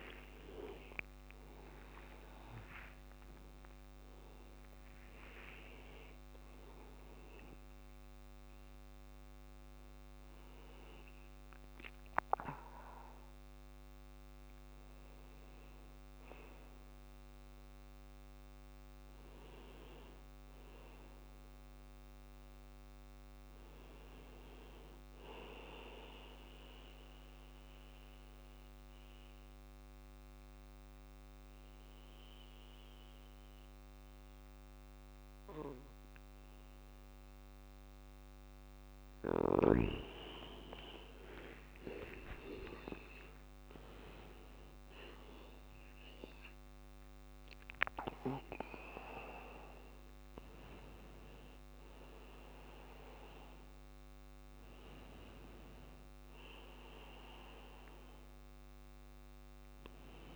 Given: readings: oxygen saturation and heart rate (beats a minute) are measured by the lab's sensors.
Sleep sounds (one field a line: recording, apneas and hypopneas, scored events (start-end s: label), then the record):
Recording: breathing in sleep by a microphone on the trachea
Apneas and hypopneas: 1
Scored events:
0.00-2.00 s: oxygen desaturation (device-marked, oxygen 92% lowest, heart rate 58 extreme)
1.50-3.50 s: long interval between heartbeats (device-marked, heart rate 63 before, 79 extreme)
2.00-7.00 s: arousal
20.00-37.00 s: bradycardia (device-marked, heart rate 62 before, 51 extreme)
25.50-38.00 s: obstructive apnea (oxygen 99% before, 95% lowest, heart rate 67 before, 51 extreme, up 15 after)
41.00-45.50 s: arousal
43.00-56.00 s: drop in pulse transit time (device-marked, heart rate 56 before, 65 extreme)
From the record:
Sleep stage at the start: N1 (lightest sleep)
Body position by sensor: on the back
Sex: male